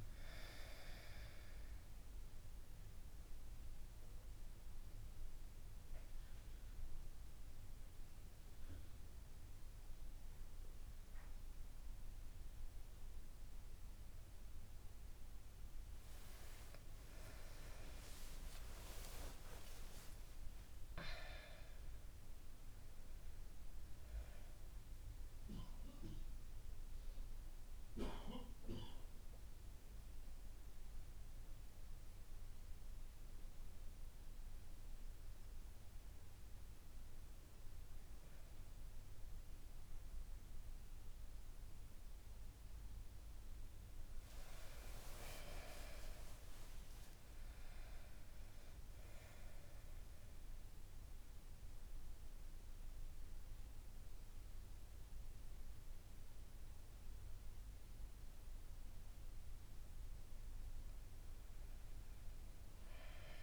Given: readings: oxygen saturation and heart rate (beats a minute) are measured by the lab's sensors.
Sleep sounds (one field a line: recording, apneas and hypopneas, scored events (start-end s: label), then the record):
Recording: a person awake in a sleep study, by a room microphone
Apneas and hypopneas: none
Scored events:
25.50-30.50 s: bradycardia (device-marked, heart rate 78 before, 57 extreme)
34.50-38.50 s: bradycardia (device-marked, heart rate 77 before, 59 extreme)
57.50-63.43 s: new sleep stage, N1 (lightest sleep)
From the record:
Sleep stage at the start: awake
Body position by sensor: on the back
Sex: female